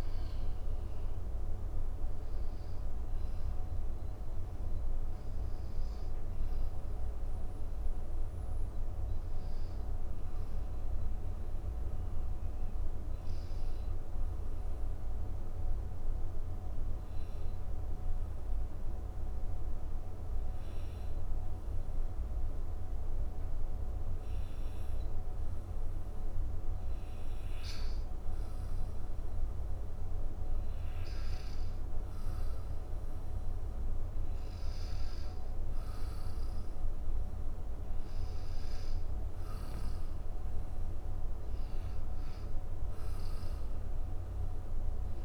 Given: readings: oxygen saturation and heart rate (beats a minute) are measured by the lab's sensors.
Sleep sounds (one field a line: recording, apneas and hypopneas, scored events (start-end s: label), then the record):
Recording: breathing in sleep, hard to hear, by a room microphone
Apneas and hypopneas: 1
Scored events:
8.50-25.00 s: obstructive apnea (oxygen 95% before, 94% lowest, heart rate 87 before, 78 extreme)
29.00-34.50 s: arousal
From the record:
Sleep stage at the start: N1 (lightest sleep)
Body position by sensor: on the back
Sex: male